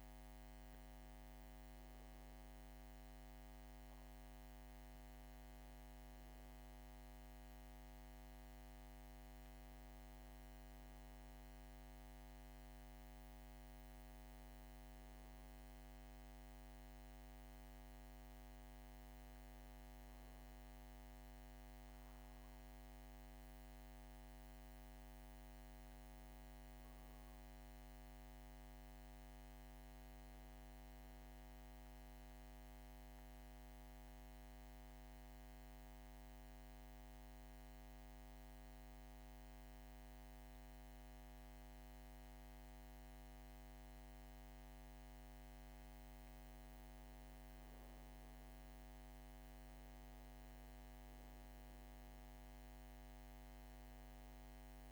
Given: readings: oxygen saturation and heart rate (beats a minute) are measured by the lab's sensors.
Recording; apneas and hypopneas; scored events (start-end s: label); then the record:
breathing in sleep, hard to hear, by a microphone on the trachea; 1
24.50-28.00 s: arousal
31.00-46.50 s: mixed apnea (oxygen 99% before, 93% lowest, heart rate 73 before, 67 extreme, up 3 after)
48.00-52.00 s: arousal
48.00-54.92 s: oxygen desaturation (device-marked, oxygen 97% before, 93% lowest, heart rate 69 before, 64 extreme)
From the record:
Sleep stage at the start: N2 (light sleep); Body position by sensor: on the back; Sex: female